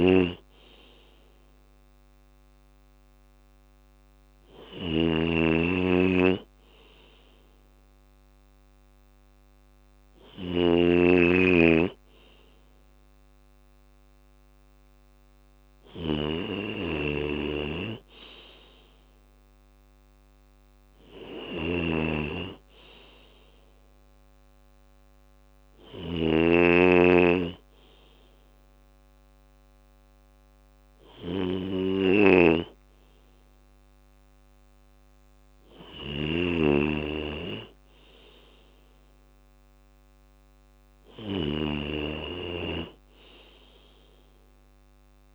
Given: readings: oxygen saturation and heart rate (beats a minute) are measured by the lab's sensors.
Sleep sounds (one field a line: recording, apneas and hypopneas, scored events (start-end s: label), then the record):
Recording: breathing in sleep by a microphone on the trachea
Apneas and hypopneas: none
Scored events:
0.00-45.35 s: snoring (device-marked)
30.00-45.35 s: new sleep stage, N2 (light sleep)
From the record:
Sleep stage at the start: N1 (lightest sleep)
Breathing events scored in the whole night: 335 in 5.2 hours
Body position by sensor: on the left side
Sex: male